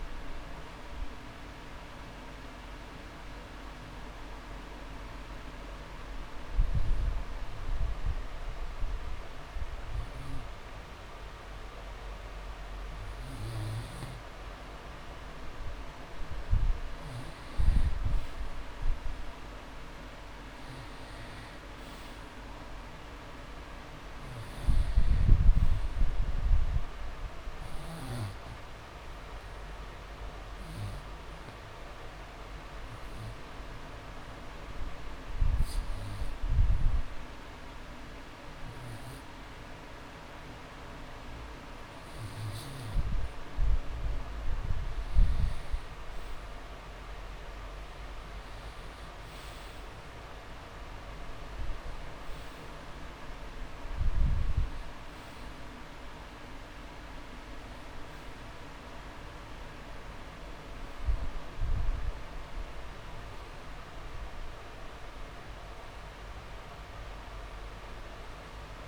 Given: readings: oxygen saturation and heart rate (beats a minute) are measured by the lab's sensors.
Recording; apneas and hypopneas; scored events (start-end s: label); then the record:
breathing in sleep, hard to hear, by a room microphone; 2
3.50-14.50 s: obstructive apnea (oxygen 98% before, 93% lowest)
8.50-10.50 s: long interval between heartbeats (device-marked)
18.50-22.00 s: arousal
25.00-44.00 s: oxygen desaturation (device-marked, oxygen 99% before, 93% lowest)
30.50-43.50 s: obstructive apnea (oxygen 99% before, 93% lowest)
45.50-48.50 s: arousal
From the record:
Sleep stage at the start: N2 (light sleep); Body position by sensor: on the back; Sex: male